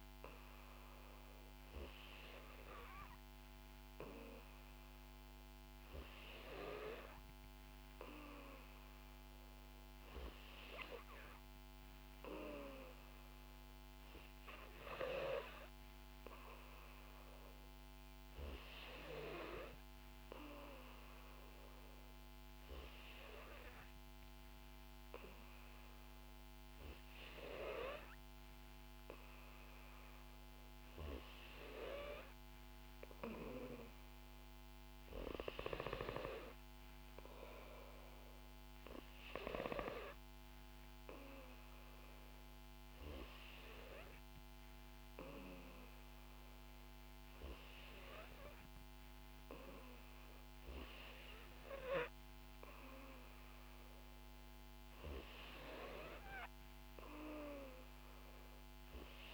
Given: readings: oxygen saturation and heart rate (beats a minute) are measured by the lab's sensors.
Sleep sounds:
breathing in sleep by a microphone on the trachea; none
none scored
From the record:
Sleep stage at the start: N2 (light sleep); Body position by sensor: on the back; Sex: female

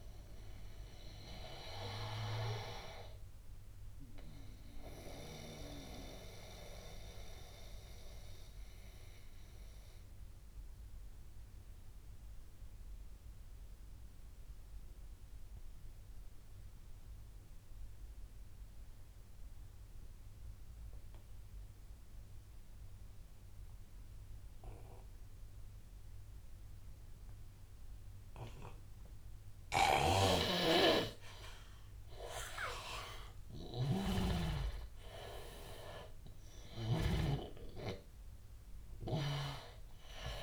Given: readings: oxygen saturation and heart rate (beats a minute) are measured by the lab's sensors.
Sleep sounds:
breathing in sleep by a room microphone; 1
0.00-15.50 s: oxygen desaturation (device-marked, oxygen 81% lowest, heart rate 73 extreme)
4.50-30.50 s: mixed apnea (oxygen 97% before, 81% lowest, heart rate 85 before, 80 extreme, up 10 after)
28.50-40.43 s: oxygen desaturation (device-marked, oxygen 99% before, 84% lowest, heart rate 83 before, 73 extreme)
29.50-40.43 s: snoring (device-marked)
32.50-37.00 s: arousal
From the record:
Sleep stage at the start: N2 (light sleep); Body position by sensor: on the back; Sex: male

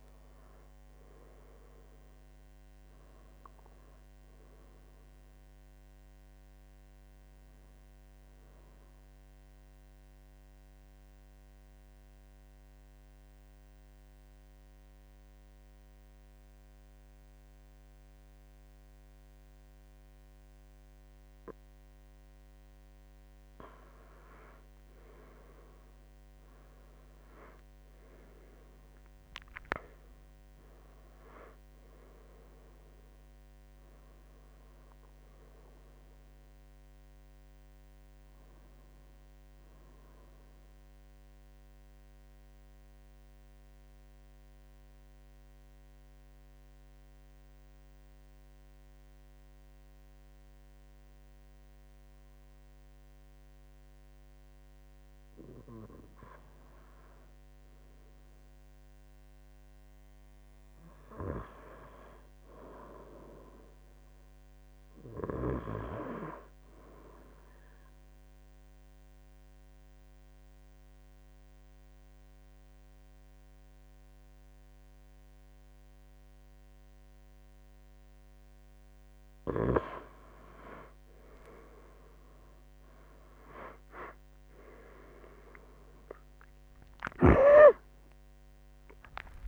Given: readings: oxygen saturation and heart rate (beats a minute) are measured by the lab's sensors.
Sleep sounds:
breathing in sleep by a microphone on the trachea; 3
0.50-19.50 s: oxygen desaturation (device-marked, oxygen 97% before, 93% lowest, heart rate 78 before, 62 extreme)
6.50-22.00 s: obstructive apnea (oxygen 97% before, 93% lowest, heart rate 83 before, 62 extreme, up 17 after)
25.00-31.00 s: arousal
33.50-51.50 s: oxygen desaturation (device-marked, oxygen 97% before, 93% lowest, heart rate 81 before, 62 extreme)
37.50-54.50 s: obstructive apnea (oxygen 97% before, 92% lowest, heart rate 84 before, 62 extreme, up 12 after)
56.00-60.50 s: arousal
67.00-79.00 s: obstructive apnea (oxygen 97% before, 92% lowest, heart rate 75 before, 79 extreme, up 10 after)
67.50-83.50 s: oxygen desaturation (device-marked, oxygen 97% before, 93% lowest, heart rate 76 before, 79 extreme)
79.50-89.48 s: new sleep stage, awake
From the record:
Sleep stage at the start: N2 (light sleep); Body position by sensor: on the right side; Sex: male

